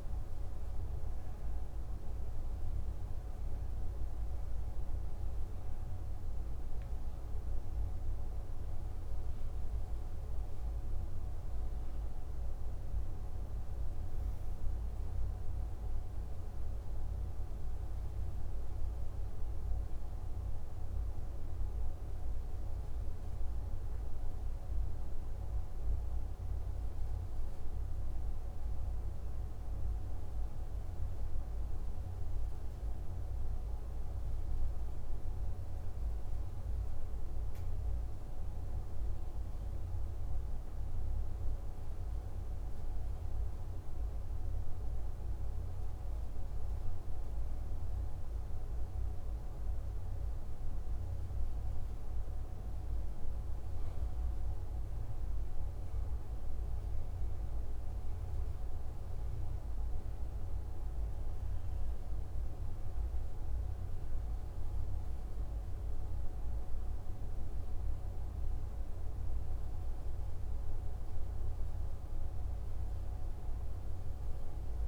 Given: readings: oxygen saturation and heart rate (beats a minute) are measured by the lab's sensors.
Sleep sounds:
breathing in sleep, hard to hear, by a room microphone; none
none scored
From the record:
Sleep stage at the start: N2 (light sleep); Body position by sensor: on the back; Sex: male

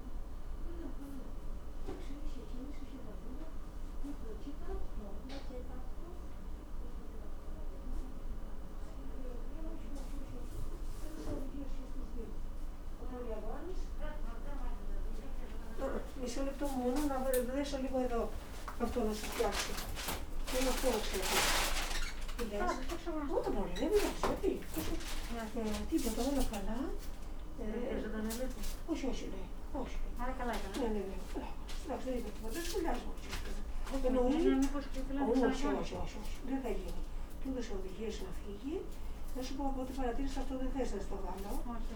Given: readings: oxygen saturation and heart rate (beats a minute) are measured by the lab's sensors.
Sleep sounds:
a person awake in a sleep study, by a room microphone; none
none scored
From the record:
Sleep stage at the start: awake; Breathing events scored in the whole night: 169 in 4.0 hours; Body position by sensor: on the back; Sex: male

